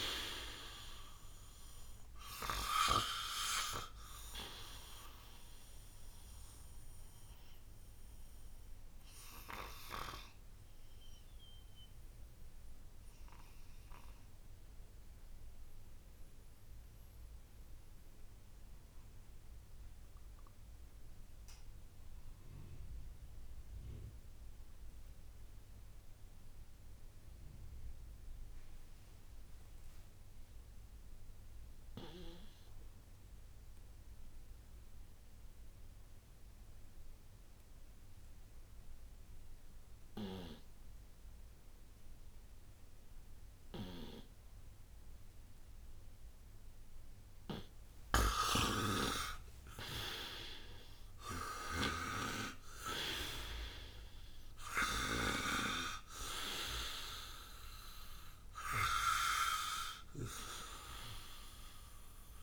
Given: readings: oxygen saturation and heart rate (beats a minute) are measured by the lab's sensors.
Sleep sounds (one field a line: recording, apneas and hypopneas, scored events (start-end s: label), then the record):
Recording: breathing in sleep by a room microphone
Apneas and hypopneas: 1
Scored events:
0.00-23.00 s: oxygen desaturation (device-marked, oxygen 82% lowest, heart rate 57 extreme)
6.00-48.00 s: obstructive apnea (oxygen 98% before, 82% lowest, heart rate 64 before, 57 extreme, up 45 after)
39.00-62.43 s: oxygen desaturation (device-marked, oxygen 98% before, 82% lowest, heart rate 59 before, 57 extreme)
48.00-52.00 s: snoring (device-marked)
49.00-52.50 s: arousal
From the record:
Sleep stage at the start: N2 (light sleep)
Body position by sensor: on the right side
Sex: male